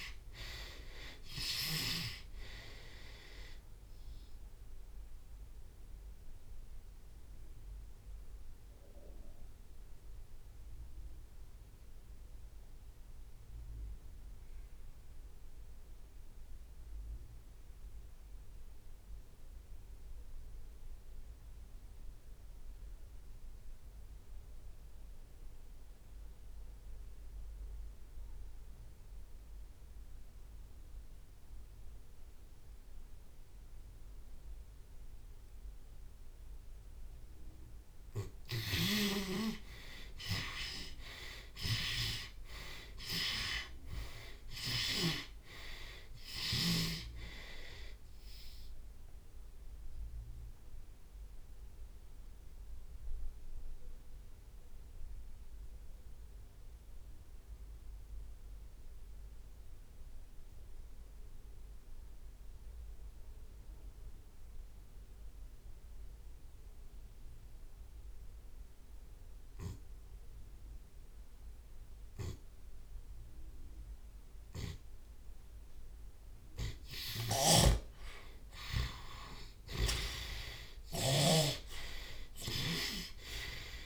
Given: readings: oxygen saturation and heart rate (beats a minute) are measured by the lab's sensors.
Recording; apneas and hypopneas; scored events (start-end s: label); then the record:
breathing in sleep by a room microphone; 2
0.00-1.50 s: long interval between heartbeats (device-marked)
0.00-5.50 s: oxygen desaturation (device-marked, oxygen 77% lowest)
6.50-8.50 s: long interval between heartbeats (device-marked)
8.00-38.00 s: mixed apnea (oxygen 97% before, 55% lowest)
10.50-28.50 s: oxygen desaturation (device-marked, oxygen 82% before, 55% lowest)
11.00-13.00 s: long interval between heartbeats (device-marked)
39.00-43.50 s: arousal
42.50-78.50 s: oxygen desaturation (device-marked, oxygen 93% before, 59% lowest)
46.50-48.50 s: long interval between heartbeats (device-marked)
50.50-52.50 s: long interval between heartbeats (device-marked)
53.00-78.00 s: obstructive apnea (oxygen 93% before, 59% lowest)
63.50-70.50 s: drop in pulse transit time (device-marked)
65.50-67.50 s: long interval between heartbeats (device-marked)
77.00-81.50 s: snoring (device-marked)
79.00-83.86 s: arousal
82.00-83.86 s: long interval between heartbeats (device-marked)
82.50-83.86 s: drop in pulse transit time (device-marked)
From the record:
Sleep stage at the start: REM sleep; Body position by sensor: on the left side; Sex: male